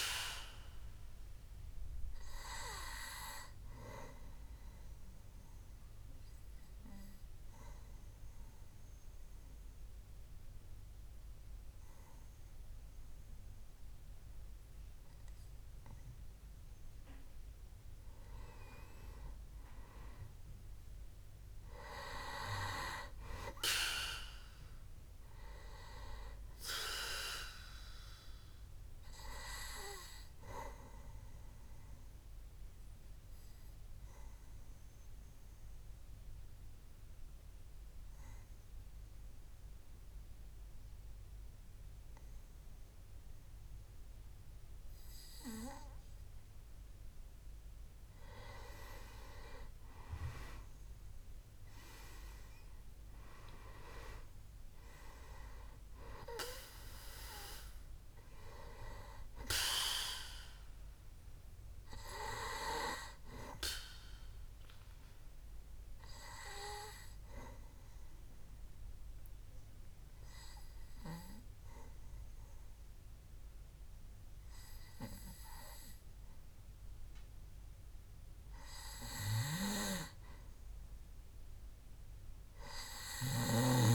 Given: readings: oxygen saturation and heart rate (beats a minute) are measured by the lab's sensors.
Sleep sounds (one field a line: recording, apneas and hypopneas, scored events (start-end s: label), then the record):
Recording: breathing in sleep by a room microphone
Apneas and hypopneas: 3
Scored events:
0.00-11.50 s: oxygen desaturation (device-marked, oxygen 94% lowest, heart rate 64 extreme)
4.50-17.00 s: obstructive apnea (oxygen 99% before, 90% lowest, heart rate 70 before, 64 extreme, up 4 after)
19.00-23.50 s: arousal
27.50-45.50 s: oxygen desaturation (device-marked, oxygen 98% before, 94% lowest, heart rate 66 before, 63 extreme)
31.50-47.50 s: mixed apnea (oxygen 98% before, 90% lowest, heart rate 67 before, 63 extreme, up 4 after)
49.50-55.00 s: arousal
55.50-77.50 s: oxygen desaturation (device-marked, oxygen 97% before, 90% lowest, heart rate 67 before, 63 extreme)
64.50-77.00 s: obstructive apnea (oxygen 97% before, 90% lowest, heart rate 68 before, 63 extreme, up 3 after)
79.50-83.50 s: arousal
From the record:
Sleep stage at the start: N2 (light sleep)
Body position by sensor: on the back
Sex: male